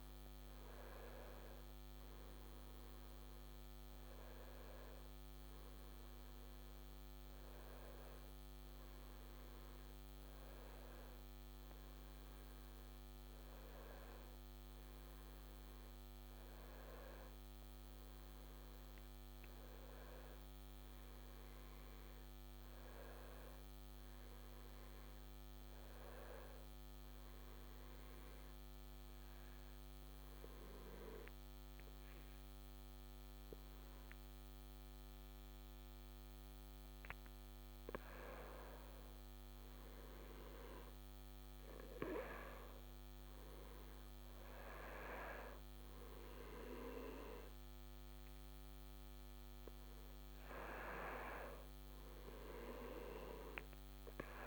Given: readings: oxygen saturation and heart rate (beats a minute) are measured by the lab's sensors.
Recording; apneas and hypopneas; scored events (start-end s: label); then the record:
breathing in sleep by a microphone on the trachea; 1
0.00-15.00 s: oxygen desaturation (device-marked, oxygen 90% lowest, heart rate 66 extreme)
21.00-24.50 s: arousal
27.00-38.50 s: obstructive apnea (oxygen 96% before, 92% lowest, heart rate 71 before, 66 extreme, up 3 after)
41.00-45.00 s: arousal
47.00-54.47 s: oxygen desaturation (device-marked, oxygen 96% before, 92% lowest, heart rate 69 before, 67 extreme)
From the record:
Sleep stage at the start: N2 (light sleep); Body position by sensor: on the back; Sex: male